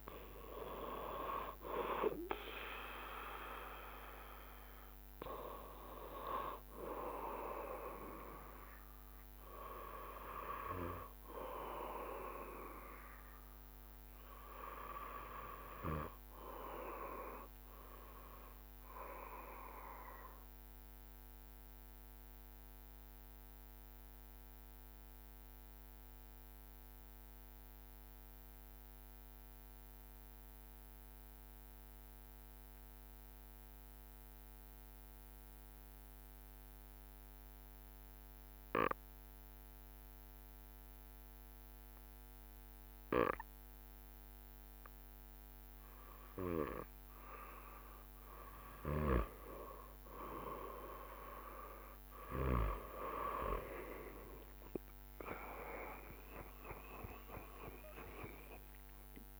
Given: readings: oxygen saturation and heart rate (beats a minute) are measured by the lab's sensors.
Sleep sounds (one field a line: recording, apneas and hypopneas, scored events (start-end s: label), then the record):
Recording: breathing in sleep by a microphone on the trachea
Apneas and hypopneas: 1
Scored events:
14.00-17.50 s: arousal
20.50-46.50 s: obstructive apnea (oxygen 97% before, 93% lowest, heart rate 69 before, 67 extreme, up 3 after)
36.50-38.50 s: oxygen desaturation (device-marked, oxygen 97% before, 96% lowest, heart rate 68 before, 68 extreme)
50.50-59.40 s: drop in pulse transit time (device-marked, heart rate 69 before, 69 extreme)
55.00-59.00 s: arousal
From the record:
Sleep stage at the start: N2 (light sleep)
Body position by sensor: on the back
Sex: male